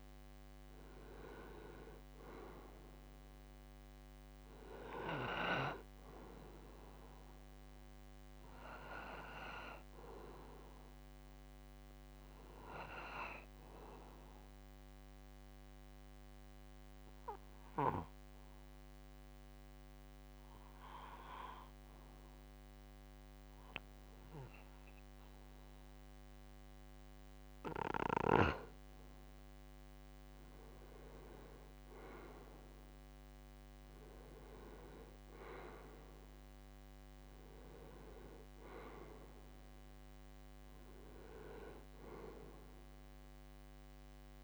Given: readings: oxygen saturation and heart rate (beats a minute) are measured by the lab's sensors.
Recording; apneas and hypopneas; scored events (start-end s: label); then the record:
breathing in sleep by a microphone on the trachea; 1
0.00-1.00 s: arousal
3.50-19.50 s: oxygen desaturation (device-marked, oxygen 94% before, 91% lowest, heart rate 63 before, 65 extreme)
13.00-28.50 s: obstructive apnea (oxygen 95% before, 90% lowest, heart rate 67 before, 65 extreme, up 3 after)
30.50-33.50 s: arousal
33.50-44.43 s: oxygen desaturation (device-marked, oxygen 95% before, 90% lowest, heart rate 68 before, 58 extreme)
From the record:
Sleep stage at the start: N2 (light sleep); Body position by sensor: on the back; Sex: male